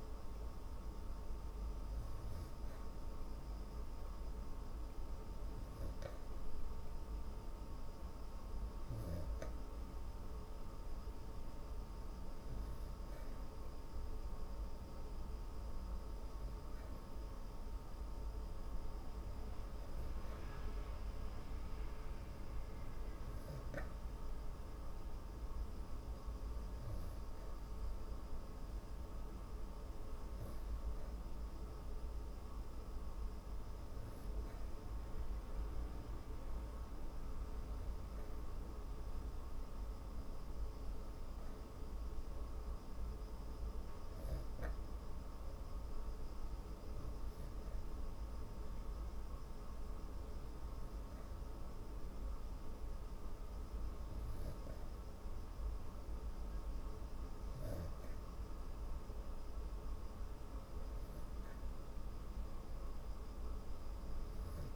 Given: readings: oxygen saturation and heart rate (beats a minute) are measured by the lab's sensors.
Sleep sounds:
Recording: breathing in sleep, hard to hear, by a room microphone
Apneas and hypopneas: none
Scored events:
none scored
From the record:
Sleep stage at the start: N3 (deep sleep)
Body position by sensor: on the back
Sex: female

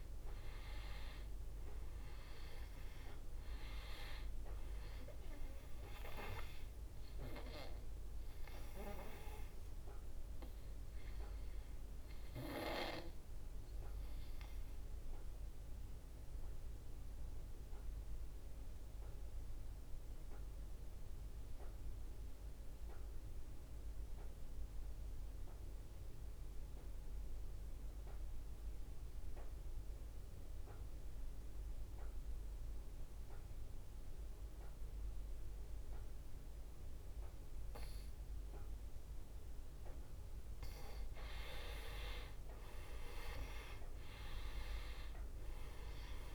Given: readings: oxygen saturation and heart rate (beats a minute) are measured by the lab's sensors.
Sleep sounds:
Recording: breathing in sleep by a room microphone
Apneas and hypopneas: 1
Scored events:
0.00-20.50 s: oxygen desaturation (device-marked, oxygen 88% lowest, heart rate 59 extreme)
12.00-39.00 s: obstructive apnea (oxygen 97% before, 87% lowest, heart rate 69 before, 59 extreme, up 11 after)
32.50-46.35 s: oxygen desaturation (device-marked, oxygen 98% before, 87% lowest, heart rate 63 before, 60 extreme)
41.00-45.00 s: arousal
From the record:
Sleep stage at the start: N2 (light sleep)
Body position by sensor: on the back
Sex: male

